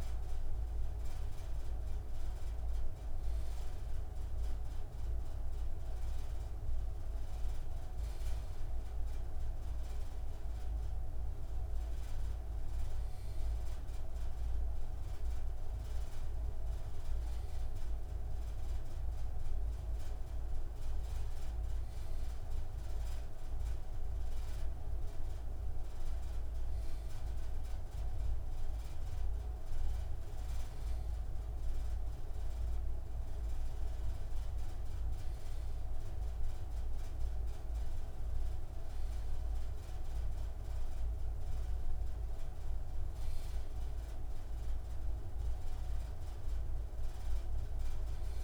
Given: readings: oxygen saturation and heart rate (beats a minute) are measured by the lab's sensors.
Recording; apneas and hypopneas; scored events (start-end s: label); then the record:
breathing in sleep, hard to hear, by a room microphone; none
none scored
From the record:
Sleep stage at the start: N2 (light sleep); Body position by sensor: on the left side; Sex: male